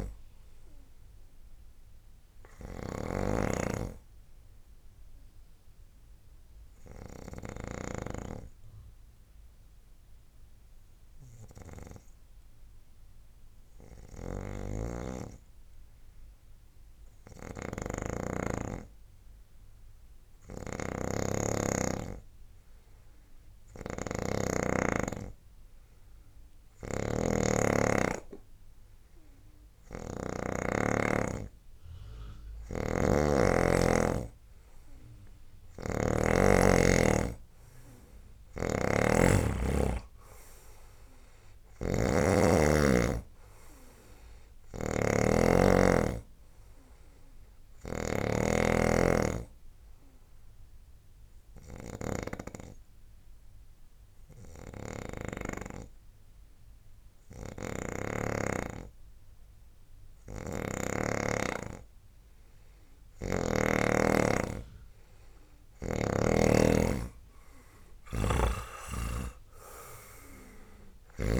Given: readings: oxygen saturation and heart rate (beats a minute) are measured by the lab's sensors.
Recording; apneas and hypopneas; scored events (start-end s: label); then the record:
breathing in sleep by a room microphone; 2
0.00-8.00 s: snoring (device-marked)
0.00-15.50 s: oxygen desaturation (device-marked, oxygen 88% lowest, heart rate 68 extreme)
5.00-32.50 s: hypopnea (oxygen 99% before, 88% lowest, heart rate 77 before, 70 extreme, up 25 after)
14.50-30.50 s: snoring (device-marked)
28.50-58.50 s: oxygen desaturation (device-marked, oxygen 99% before, 91% lowest, heart rate 75 before, 66 extreme)
32.50-55.50 s: snoring (device-marked)
39.50-43.50 s: arousal
50.00-62.00 s: obstructive apnea (oxygen 98% before, 90% lowest, heart rate 86 before, 65 extreme, up 25 after)
57.50-61.00 s: snoring (device-marked)
68.00-71.40 s: snoring (device-marked)
68.50-71.40 s: arousal
69.50-71.40 s: oxygen desaturation (device-marked, oxygen 96% before, 90% lowest, heart rate 89 before, 65 extreme)
From the record:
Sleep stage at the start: N2 (light sleep); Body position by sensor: on the right side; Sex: male